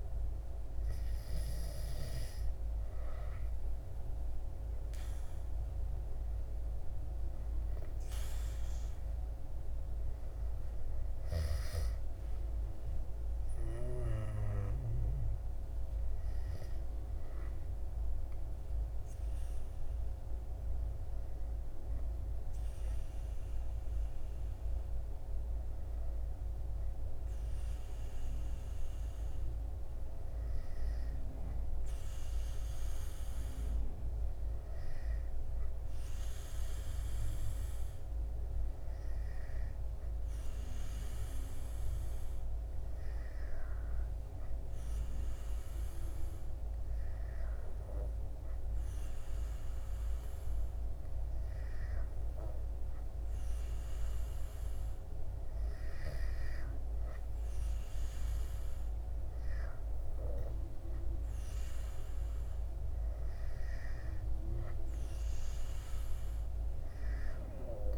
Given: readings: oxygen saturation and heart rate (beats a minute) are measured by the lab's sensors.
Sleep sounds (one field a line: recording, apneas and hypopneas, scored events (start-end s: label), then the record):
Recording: breathing in sleep, hard to hear, by a room microphone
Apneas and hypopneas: none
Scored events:
15.50-67.98 s: new sleep stage, N2 (light sleep)
From the record:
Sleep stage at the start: N3 (deep sleep)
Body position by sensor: on the back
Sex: male